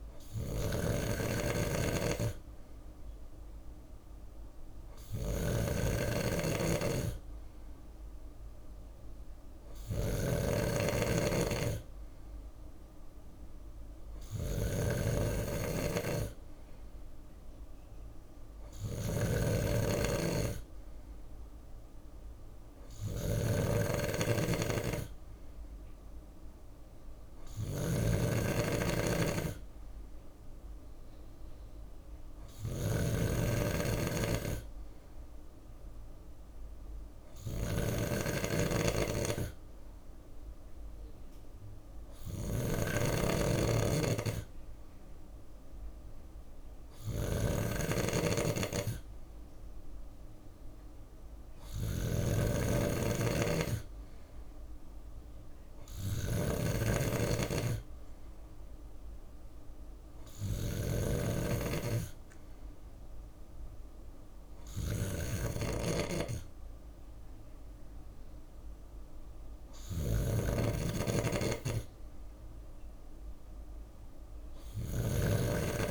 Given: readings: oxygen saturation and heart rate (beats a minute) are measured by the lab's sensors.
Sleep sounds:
breathing in sleep by a room microphone; none
0.00-75.91 s: snoring (device-marked)
65.50-75.91 s: drop in pulse transit time (device-marked, heart rate 63 before, 60 extreme)
From the record:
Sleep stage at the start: N2 (light sleep); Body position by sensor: on the left side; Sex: male

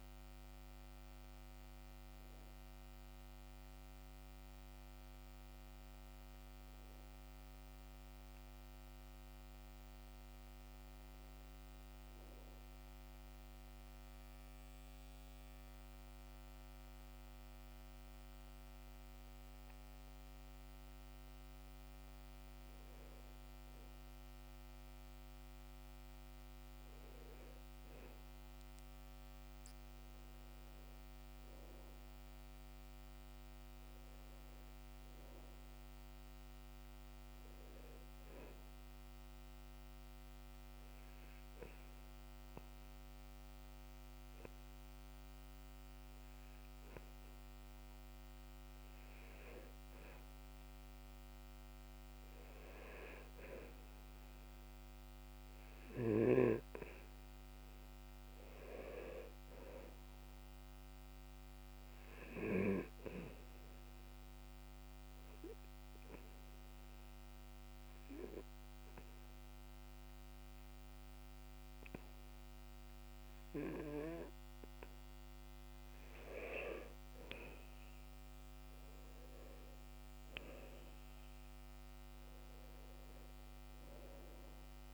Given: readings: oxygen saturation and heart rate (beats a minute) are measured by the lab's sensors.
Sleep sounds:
breathing in sleep by a microphone on the trachea; 3
6.50-11.00 s: arousal
14.00-24.50 s: mixed apnea (oxygen 100% before, 92% lowest, heart rate 65 before, 63 extreme, up 6 after)
26.50-30.50 s: arousal
26.50-55.50 s: oxygen desaturation (device-marked, oxygen 99% before, 93% lowest, heart rate 65 before, 65 extreme)
39.50-50.00 s: obstructive apnea (oxygen 100% before, 89% lowest, heart rate 67 before, 65 extreme, up 4 after)
52.00-56.50 s: arousal
63.00-76.00 s: obstructive apnea (oxygen 96% before, 89% lowest, heart rate 68 before, 63 extreme, up 8 after)
77.50-82.00 s: arousal
From the record:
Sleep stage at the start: N2 (light sleep); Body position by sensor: on the back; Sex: male

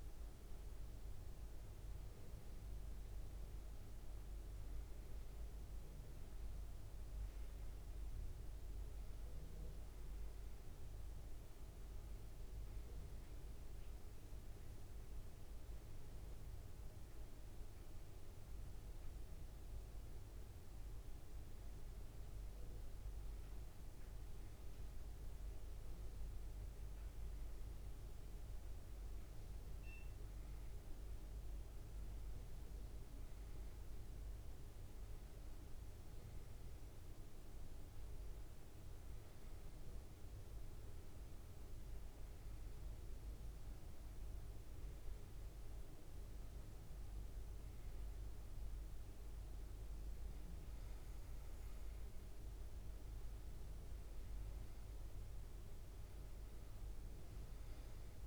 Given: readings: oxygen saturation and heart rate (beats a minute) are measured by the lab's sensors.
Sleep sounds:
breathing in sleep, hard to hear, by a room microphone; none
none scored
From the record:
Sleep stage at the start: N2 (light sleep); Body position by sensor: on the back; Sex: male

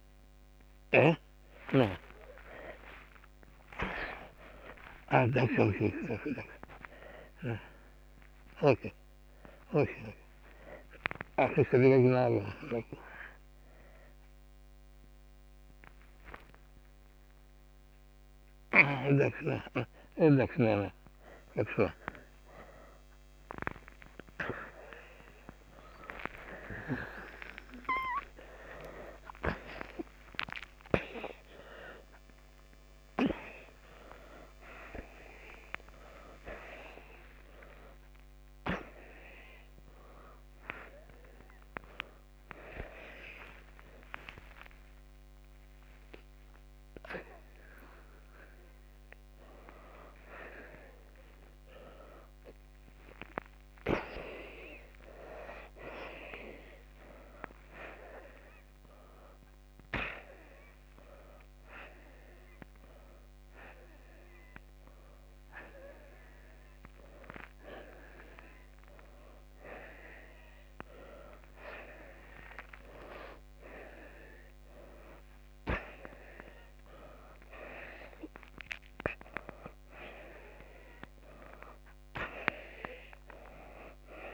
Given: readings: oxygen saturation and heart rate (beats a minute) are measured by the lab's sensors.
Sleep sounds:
a person awake in a sleep study, by a microphone on the trachea; none
1.00-6.00 s: snoring (device-marked)
46.00-68.00 s: oxygen desaturation (device-marked, oxygen 94% before, 91% lowest)
76.00-81.00 s: oxygen desaturation (device-marked, oxygen 93% before, 88% lowest, heart rate 77 before, 87 extreme)
From the record:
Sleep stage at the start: awake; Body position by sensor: upright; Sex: male

